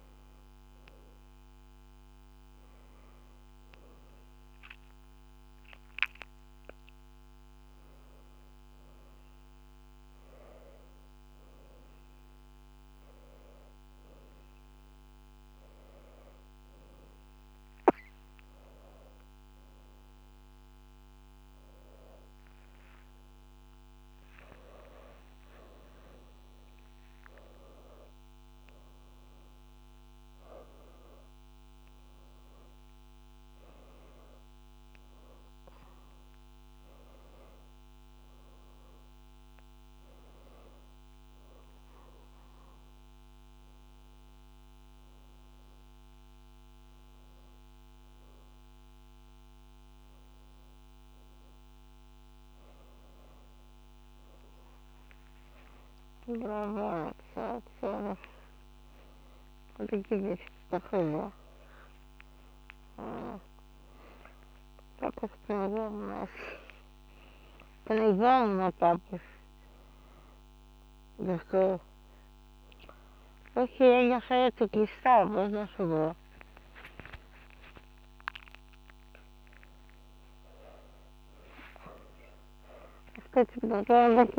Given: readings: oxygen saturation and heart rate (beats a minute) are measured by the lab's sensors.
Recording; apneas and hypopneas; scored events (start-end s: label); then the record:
a person awake in a sleep study, by a microphone on the trachea; none
0.00-4.00 s: oxygen desaturation (device-marked, oxygen 78% lowest, heart rate 89 extreme)
15.00-84.39 s: new sleep stage, awake
71.00-75.50 s: snoring (device-marked)
73.00-84.39 s: oxygen desaturation (device-marked, oxygen 99% before, 96% lowest, heart rate 95 before, 94 extreme)
From the record:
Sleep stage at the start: N2 (light sleep); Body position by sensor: on the back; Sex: female